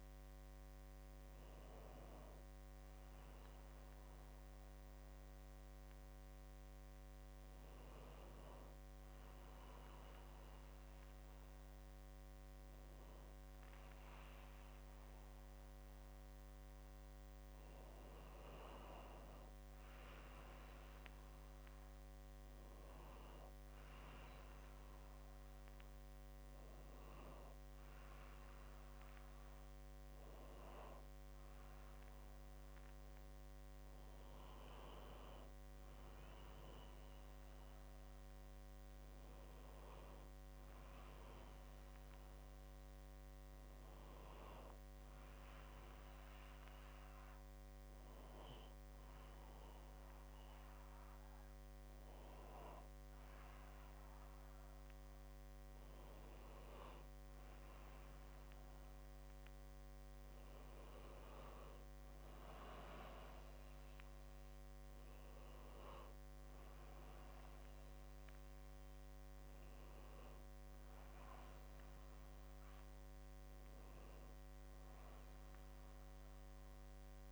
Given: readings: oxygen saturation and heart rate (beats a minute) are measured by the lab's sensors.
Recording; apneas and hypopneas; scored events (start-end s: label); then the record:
breathing in sleep, hard to hear, by a microphone on the trachea; 1
45.00-55.00 s: hypopnea (oxygen 97% before, 95% lowest, heart rate 66 before, 65 extreme, up 1 after)
57.50-61.50 s: arousal
From the record:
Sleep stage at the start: N2 (light sleep); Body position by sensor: on the back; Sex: male